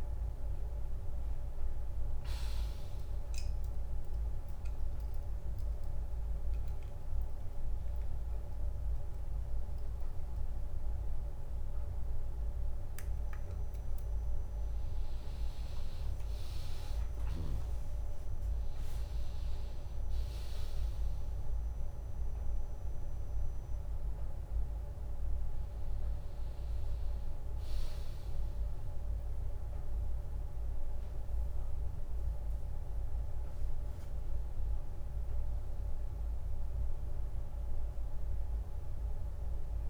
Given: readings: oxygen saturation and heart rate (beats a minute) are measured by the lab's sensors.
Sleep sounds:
breathing in sleep, hard to hear, by a room microphone; none
15.50-17.50 s: long interval between heartbeats (device-marked, heart rate 84 before, 74 extreme)
23.50-35.50 s: drop in pulse transit time (device-marked, heart rate 82 before, 84 extreme)
39.50-39.90 s: new sleep stage, awake
From the record:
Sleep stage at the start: N1 (lightest sleep); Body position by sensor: on the back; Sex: female

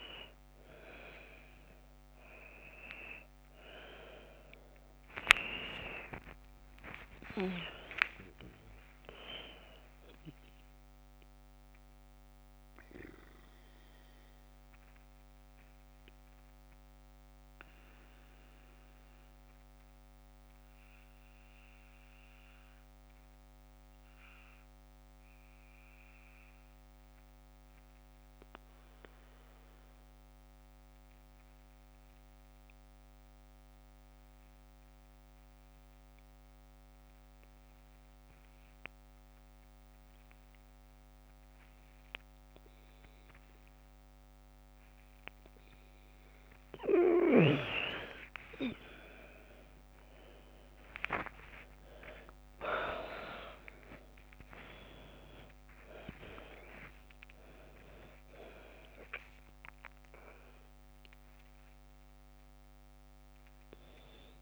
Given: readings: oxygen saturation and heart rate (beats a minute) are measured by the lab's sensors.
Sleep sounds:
breathing in sleep by a microphone on the trachea; 1
0.00-28.50 s: oxygen desaturation (device-marked, oxygen 92% lowest, heart rate 48 extreme)
12.00-47.00 s: obstructive apnea (oxygen 99% before, 92% lowest, heart rate 55 before, 45 extreme, up 10 after)
41.50-64.42 s: oxygen desaturation (device-marked, oxygen 100% before, 92% lowest, heart rate 52 before, 44 extreme)
48.00-53.00 s: arousal
From the record:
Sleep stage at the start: N2 (light sleep); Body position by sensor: on the left side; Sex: female

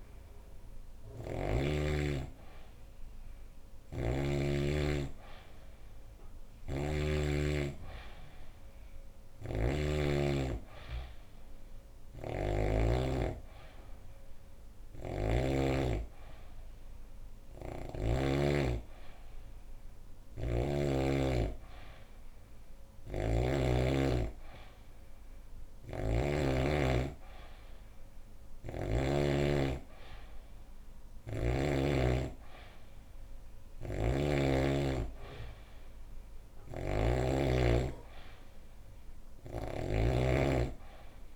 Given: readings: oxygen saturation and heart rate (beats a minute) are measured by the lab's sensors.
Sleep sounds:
breathing in sleep by a room microphone; none
0.50-4.00 s: snoring (device-marked)
6.00-9.50 s: snoring (device-marked)
11.50-15.00 s: snoring (device-marked)
17.00-20.50 s: snoring (device-marked)
22.50-26.00 s: snoring (device-marked)
30.50-37.00 s: snoring (device-marked)
39.00-41.36 s: snoring (device-marked)
From the record:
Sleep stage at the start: N3 (deep sleep); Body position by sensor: on the back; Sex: female

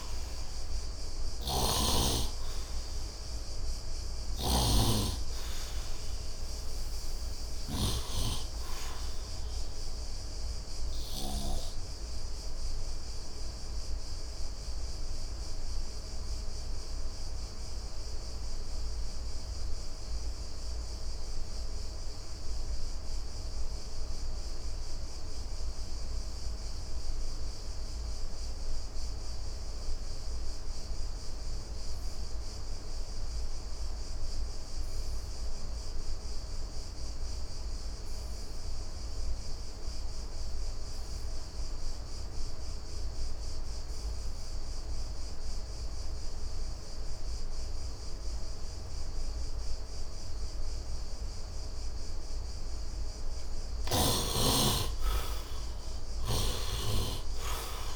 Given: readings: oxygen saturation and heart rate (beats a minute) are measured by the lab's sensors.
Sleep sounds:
breathing in sleep by a room microphone; 1
0.00-16.50 s: oxygen desaturation (device-marked, oxygen 72% lowest, heart rate 72 extreme)
1.00-11.00 s: snoring (device-marked)
10.50-53.50 s: obstructive apnea (oxygen 98% before, 66% lowest, heart rate 81 before, 71 extreme, up 20 after)
29.50-57.96 s: oxygen desaturation (device-marked, oxygen 99% before, 66% lowest, heart rate 76 before, 71 extreme)
56.00-57.96 s: arousal
56.00-57.96 s: snoring (device-marked)
From the record:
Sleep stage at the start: N2 (light sleep); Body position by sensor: on the right side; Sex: male

